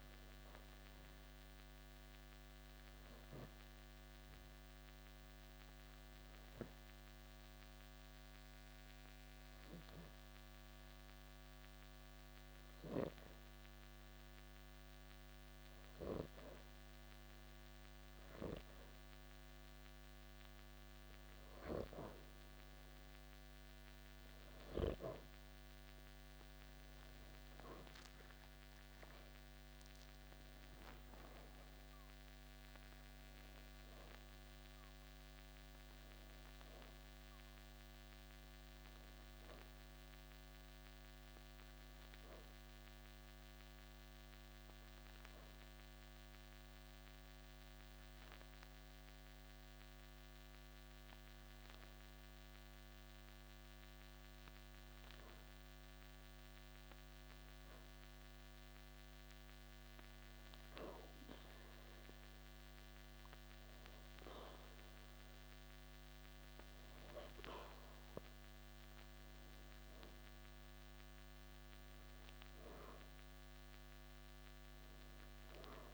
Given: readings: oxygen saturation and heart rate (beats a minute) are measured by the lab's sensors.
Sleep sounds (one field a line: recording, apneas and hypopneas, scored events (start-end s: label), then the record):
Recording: breathing in sleep, hard to hear, by a microphone on the trachea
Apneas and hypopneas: 2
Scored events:
0.00-4.50 s: oxygen desaturation (device-marked, oxygen 89% lowest, heart rate 54 extreme)
2.50-20.00 s: obstructive apnea (oxygen 95% before, 88% lowest, heart rate 56 before, 55 extreme, up 0 after)
25.00-29.00 s: arousal
25.50-50.50 s: oxygen desaturation (device-marked, oxygen 94% before, 88% lowest, heart rate 58 before, 66 extreme)
44.00-57.00 s: hypopnea (oxygen 94% before, 89% lowest, heart rate 81 before, 64 extreme, up 17 after)
60.00-63.00 s: arousal
69.50-75.94 s: oxygen desaturation (device-marked, oxygen 97% before, 93% lowest, heart rate 86 before, 64 extreme)
From the record:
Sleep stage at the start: N2 (light sleep)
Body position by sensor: on the back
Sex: male